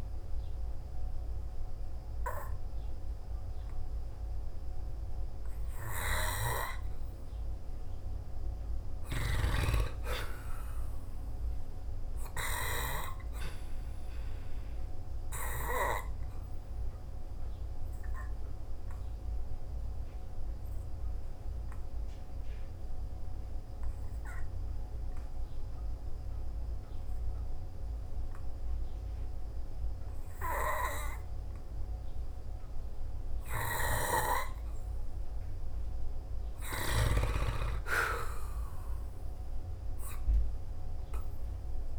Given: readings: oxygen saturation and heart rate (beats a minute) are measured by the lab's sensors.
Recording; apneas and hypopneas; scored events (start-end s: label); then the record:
breathing in sleep by a room microphone; 1
2.50-16.50 s: oxygen desaturation (device-marked, oxygen 98% before, 92% lowest, heart rate 56 before, 53 extreme)
14.00-30.50 s: hypopnea (oxygen 98% before, 89% lowest, heart rate 55 before, 53 extreme, up 0 after)
23.50-35.50 s: oxygen desaturation (device-marked, oxygen 96% before, 89% lowest, heart rate 55 before, 53 extreme)
37.00-40.50 s: arousal
From the record:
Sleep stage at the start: N2 (light sleep); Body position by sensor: on the back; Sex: male